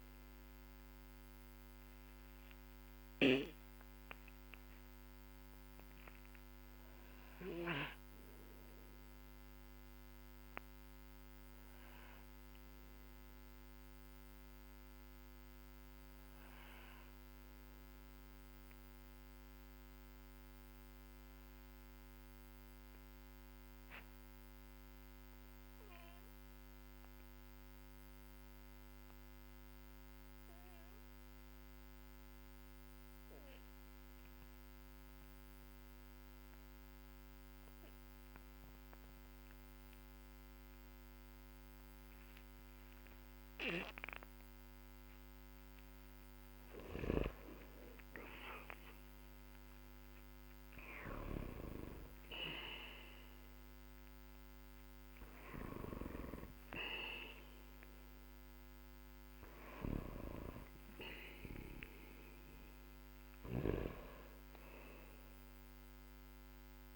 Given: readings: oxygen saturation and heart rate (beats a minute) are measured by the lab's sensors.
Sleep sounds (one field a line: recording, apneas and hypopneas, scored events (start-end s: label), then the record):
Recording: breathing in sleep by a microphone on the trachea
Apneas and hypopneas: 1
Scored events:
0.00-28.50 s: oxygen desaturation (device-marked, oxygen 92% lowest, heart rate 43 extreme)
2.00-45.00 s: obstructive apnea (oxygen 98% before, 91% lowest, heart rate 57 before, 46 extreme, up 9 after)
47.00-53.50 s: arousal
59.00-66.96 s: snoring (device-marked)
62.50-66.96 s: oxygen desaturation (device-marked, oxygen 96% before, 91% lowest, heart rate 56 before, 44 extreme)
From the record:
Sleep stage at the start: N2 (light sleep)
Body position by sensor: on the back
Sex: male